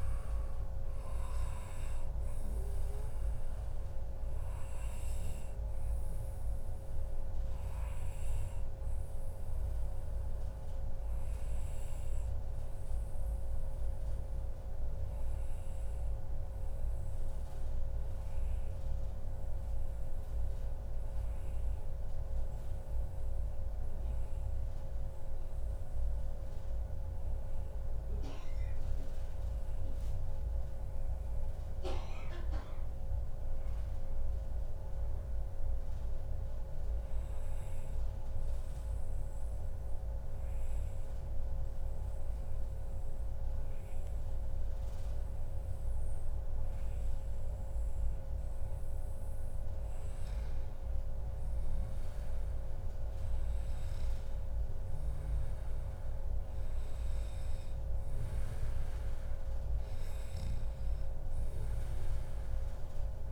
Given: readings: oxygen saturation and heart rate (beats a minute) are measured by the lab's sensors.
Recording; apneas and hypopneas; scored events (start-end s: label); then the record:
breathing in sleep, hard to hear, by a room microphone; 2
7.00-29.00 s: obstructive apnea (oxygen 97% before, 94% lowest, heart rate 136 before, 86 extreme, up 0 after)
30.50-34.00 s: arousal
39.00-49.50 s: obstructive apnea (oxygen 98% before, 95% lowest, heart rate 135 before, 114 extreme, up 43 after)
51.00-54.50 s: arousal
From the record:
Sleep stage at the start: N2 (light sleep); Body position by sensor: on the back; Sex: male